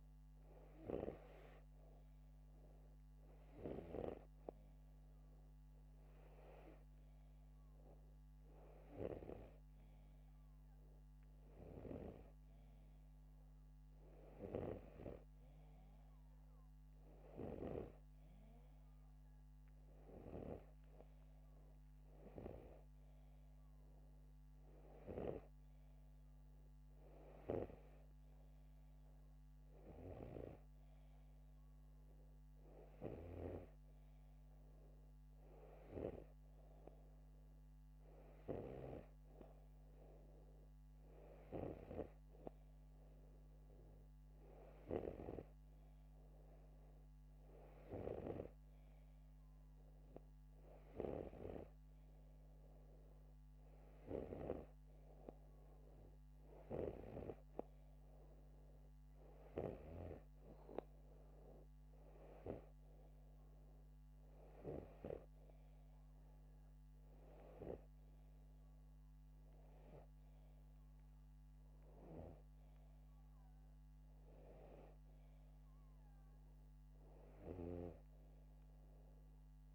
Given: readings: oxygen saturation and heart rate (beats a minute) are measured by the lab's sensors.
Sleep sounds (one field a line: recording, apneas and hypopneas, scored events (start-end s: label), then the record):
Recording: breathing in sleep by a microphone on the trachea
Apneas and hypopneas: none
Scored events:
none scored
From the record:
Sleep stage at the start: N2 (light sleep)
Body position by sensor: upright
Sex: male